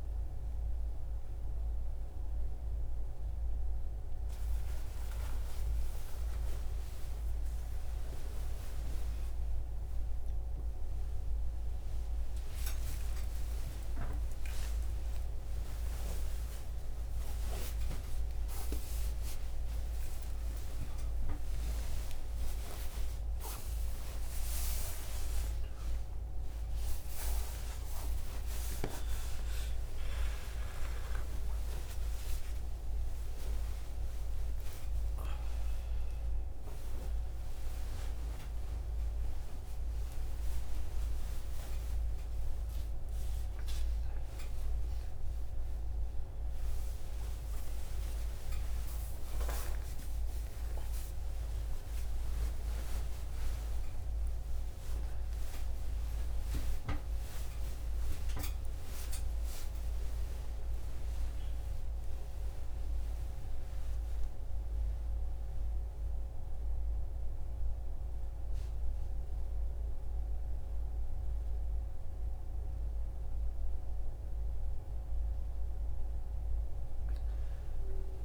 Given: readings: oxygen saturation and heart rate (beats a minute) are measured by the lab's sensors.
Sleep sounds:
a person awake in a sleep study, by a room microphone; none
42.00-53.00 s: oxygen desaturation (device-marked, oxygen 98% before, 95% lowest, heart rate 106 before, 44 extreme)
From the record:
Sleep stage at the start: awake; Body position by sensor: on the right side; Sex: male

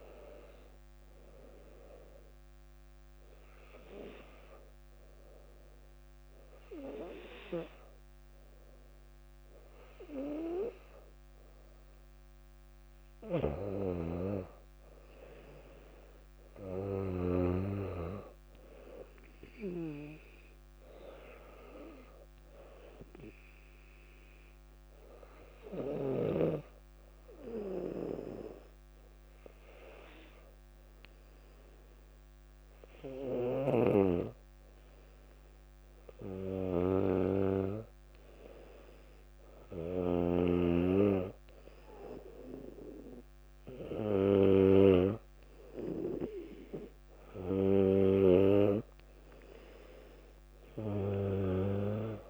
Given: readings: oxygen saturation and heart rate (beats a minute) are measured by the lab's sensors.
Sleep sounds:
breathing in sleep by a microphone on the trachea; 2
0.00-6.00 s: oxygen desaturation (device-marked, oxygen 94% lowest, heart rate 58 extreme)
1.50-13.50 s: obstructive apnea (oxygen 98% before, 94% lowest, heart rate 62 before, 58 extreme, up 6 after)
15.50-18.50 s: arousal
22.00-36.00 s: hypopnea (oxygen 98% before, 95% lowest, heart rate 60 before, 61 extreme, up 2 after)
39.00-42.50 s: arousal
From the record:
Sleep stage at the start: N2 (light sleep); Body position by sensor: on the back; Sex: female

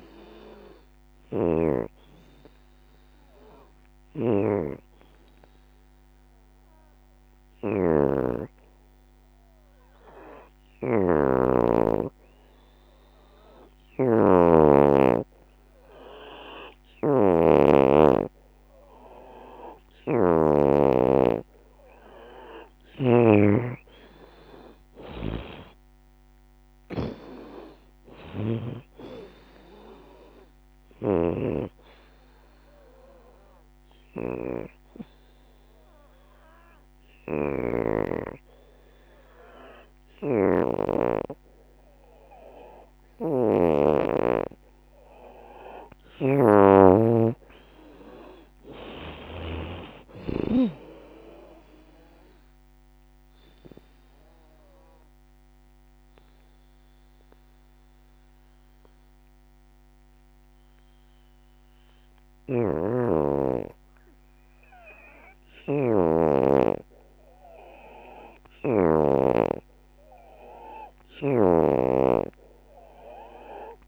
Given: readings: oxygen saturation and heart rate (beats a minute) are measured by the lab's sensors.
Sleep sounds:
breathing in sleep by a microphone on the trachea; 3
0.00-5.00 s: drop in pulse transit time (device-marked, heart rate 77 extreme)
0.00-15.00 s: oxygen desaturation (device-marked, oxygen 84% lowest, heart rate 66 extreme)
2.50-21.00 s: hypopnea (oxygen 93% before, 84% lowest, heart rate 78 before, 66 extreme, up 18 after)
17.00-42.00 s: oxygen desaturation (device-marked, oxygen 94% before, 86% lowest, heart rate 77 before, 61 extreme)
22.00-33.00 s: drop in pulse transit time (device-marked, heart rate 75 before, 83 extreme)
24.50-28.50 s: arousal
34.50-44.50 s: obstructive apnea (oxygen 94% before, 83% lowest, heart rate 82 before, 61 extreme, up 23 after)
46.00-49.50 s: arousal
47.00-58.00 s: drop in pulse transit time (device-marked, heart rate 76 before, 76 extreme)
47.00-61.00 s: oxygen desaturation (device-marked, oxygen 93% before, 84% lowest, heart rate 76 before, 61 extreme)
51.50-62.00 s: obstructive apnea (oxygen 93% before, 82% lowest, heart rate 75 before, 61 extreme, up 14 after)
64.00-68.00 s: arousal
From the record:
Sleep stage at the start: N2 (light sleep); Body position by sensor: on the back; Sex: female

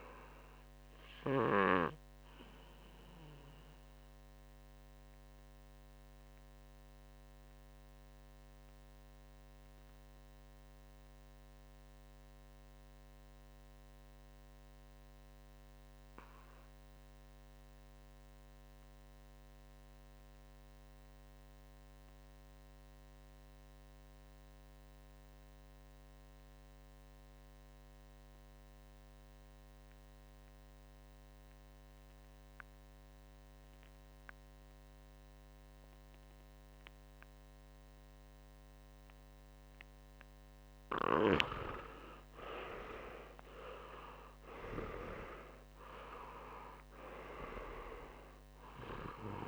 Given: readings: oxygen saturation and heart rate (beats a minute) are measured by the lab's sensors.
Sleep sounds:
breathing in sleep by a microphone on the trachea; 1
1.50-40.00 s: mixed apnea (oxygen 99% before, 90% lowest, heart rate 61 before, 49 extreme, up 6 after)
42.00-46.00 s: arousal
47.00-49.48 s: oxygen desaturation (device-marked, oxygen 97% before, 90% lowest, heart rate 57 before, 60 extreme)
From the record:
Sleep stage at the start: REM sleep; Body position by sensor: on the back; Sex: male

